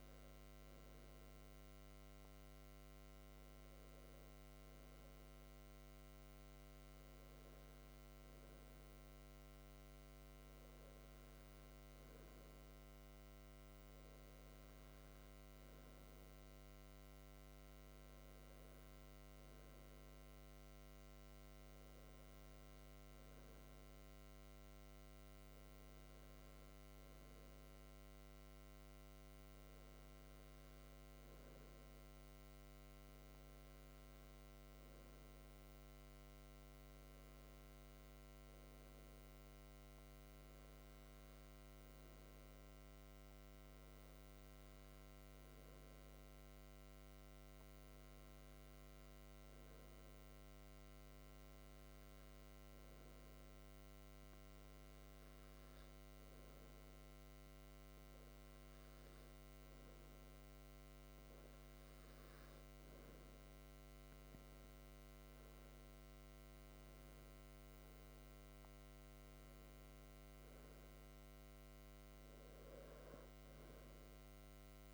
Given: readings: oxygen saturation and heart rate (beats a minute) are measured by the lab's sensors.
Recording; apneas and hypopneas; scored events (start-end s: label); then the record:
breathing in sleep, hard to hear, by a microphone on the trachea; 1
5.50-59.50 s: hypopnea (oxygen 97% before, 95% lowest, heart rate 55 before, 46 extreme, up 6 after)
65.00-69.00 s: arousal
From the record:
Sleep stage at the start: N2 (light sleep); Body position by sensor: on the back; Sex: male